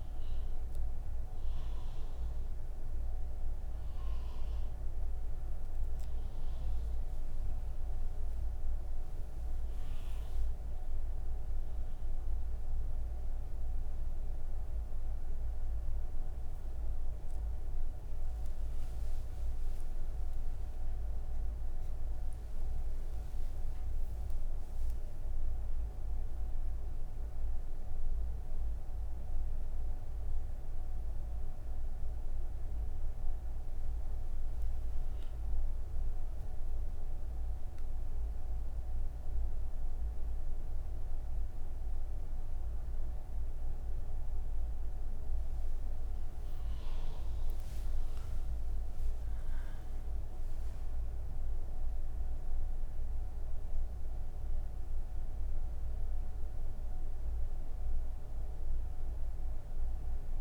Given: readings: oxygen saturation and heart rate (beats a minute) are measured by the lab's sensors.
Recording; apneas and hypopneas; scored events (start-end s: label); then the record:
breathing in sleep, hard to hear, by a room microphone; none
28.50-32.50 s: oxygen desaturation (device-marked, oxygen 99% before, 95% lowest)
From the record:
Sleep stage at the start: N3 (deep sleep); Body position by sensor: on the right side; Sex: female